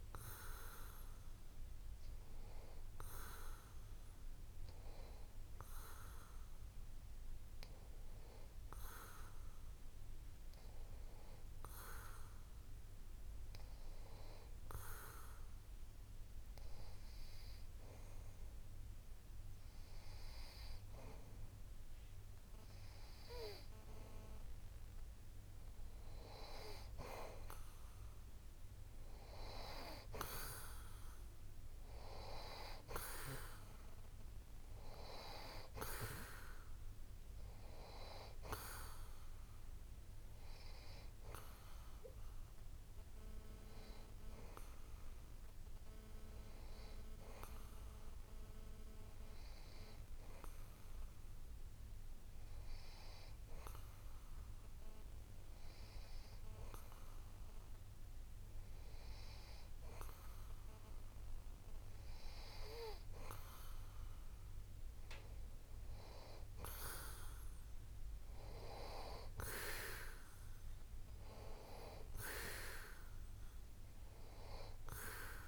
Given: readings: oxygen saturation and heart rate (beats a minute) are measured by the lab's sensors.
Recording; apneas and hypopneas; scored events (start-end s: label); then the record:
breathing in sleep by a room microphone; 1
45.00-59.00 s: hypopnea (oxygen 92% before, 89% lowest)
62.00-65.50 s: arousal
From the record:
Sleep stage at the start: N2 (light sleep); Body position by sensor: on the back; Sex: male